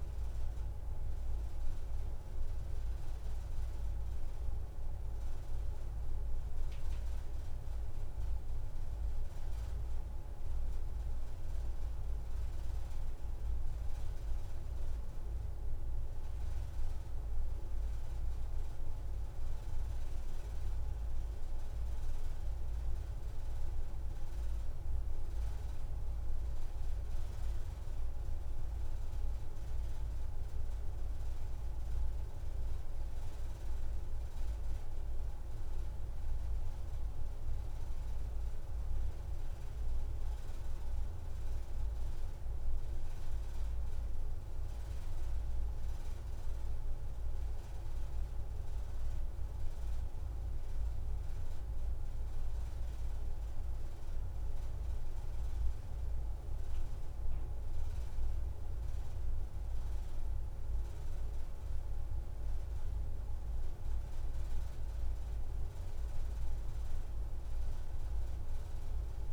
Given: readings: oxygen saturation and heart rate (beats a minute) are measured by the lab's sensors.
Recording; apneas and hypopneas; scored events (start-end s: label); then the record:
breathing in sleep, hard to hear, by a room microphone; none
none scored
From the record:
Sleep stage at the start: N1 (lightest sleep); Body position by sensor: on the back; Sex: female